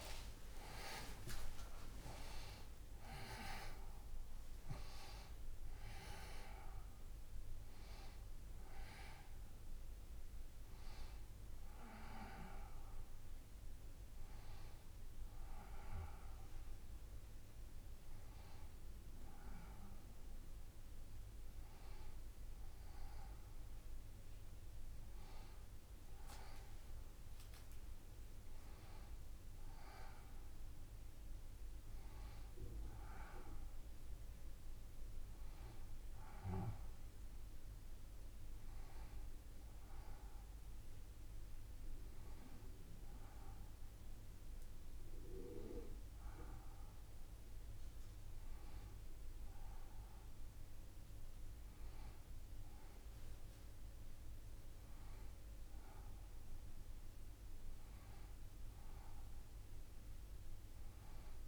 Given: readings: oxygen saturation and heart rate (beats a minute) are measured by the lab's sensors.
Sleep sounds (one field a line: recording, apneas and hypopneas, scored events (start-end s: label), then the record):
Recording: a person partly awake in a sleep study, by a room microphone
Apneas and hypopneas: none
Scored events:
0.00-2.50 s: oxygen desaturation (device-marked, oxygen 87% lowest)
4.50-61.48 s: new sleep stage, N1 (lightest sleep)
58.50-60.50 s: long interval between heartbeats (device-marked, heart rate 73 before, 76 extreme)
From the record:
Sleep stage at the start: awake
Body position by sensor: on the left side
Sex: female